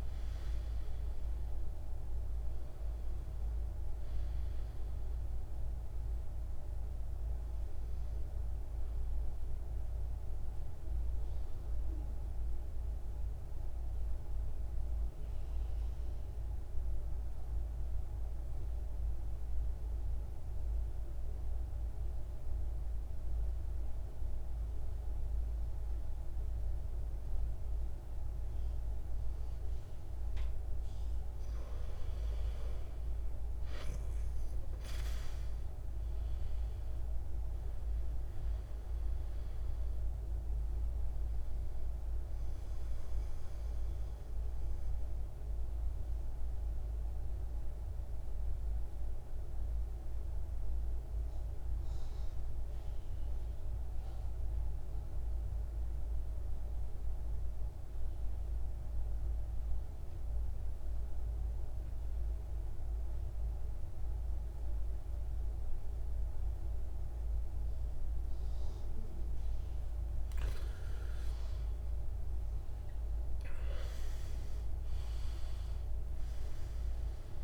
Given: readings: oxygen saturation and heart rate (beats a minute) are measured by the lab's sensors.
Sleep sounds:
breathing in sleep, hard to hear, by a room microphone; 2
0.00-1.00 s: arousal
0.00-25.50 s: oxygen desaturation (device-marked, oxygen 87% lowest, heart rate 51 extreme)
9.00-30.50 s: central apnea (oxygen 99% before, 84% lowest, heart rate 60 before, 51 extreme, up 11 after)
33.00-37.50 s: arousal
33.50-60.50 s: oxygen desaturation (device-marked, oxygen 99% before, 86% lowest, heart rate 54 before, 52 extreme)
44.50-69.50 s: mixed apnea (oxygen 99% before, 83% lowest, heart rate 59 before, 52 extreme, up 17 after)
71.00-75.50 s: arousal
71.50-77.44 s: oxygen desaturation (device-marked, oxygen 100% before, 83% lowest, heart rate 54 before, 52 extreme)
From the record:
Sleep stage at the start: N2 (light sleep); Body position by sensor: on the back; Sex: male

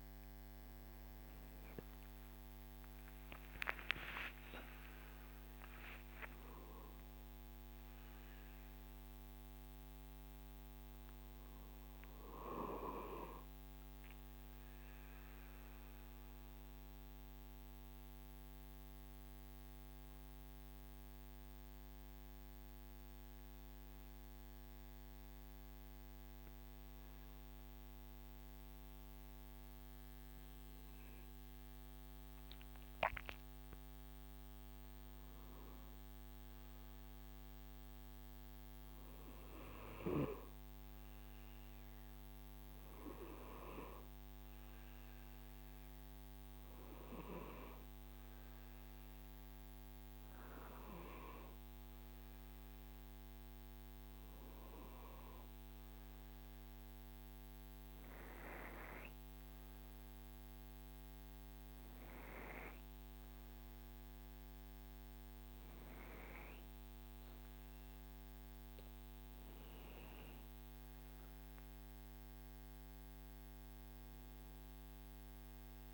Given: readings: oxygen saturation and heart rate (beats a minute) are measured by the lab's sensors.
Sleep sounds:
breathing in sleep by a microphone on the trachea; none
1.50-3.50 s: long interval between heartbeats (device-marked, heart rate 55 before, 65 extreme)
2.00-6.50 s: arousal
From the record:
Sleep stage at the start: N2 (light sleep); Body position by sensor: on the right side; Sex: male

